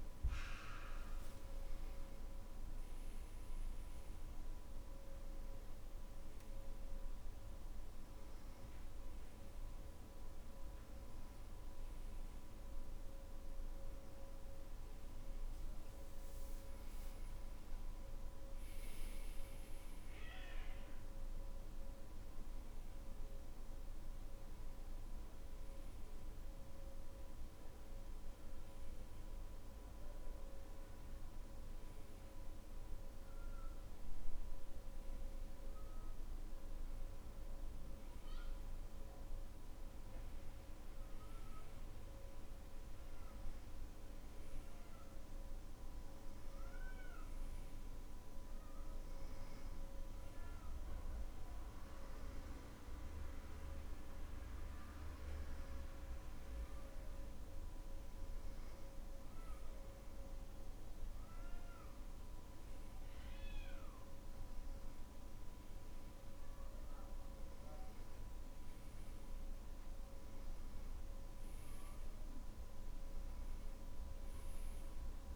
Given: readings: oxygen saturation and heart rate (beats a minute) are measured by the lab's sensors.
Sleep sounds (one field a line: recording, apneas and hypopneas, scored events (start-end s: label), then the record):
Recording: breathing in sleep, hard to hear, by a room microphone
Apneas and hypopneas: none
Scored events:
1.50-5.50 s: arousal
From the record:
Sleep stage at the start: N2 (light sleep)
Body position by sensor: on the back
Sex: male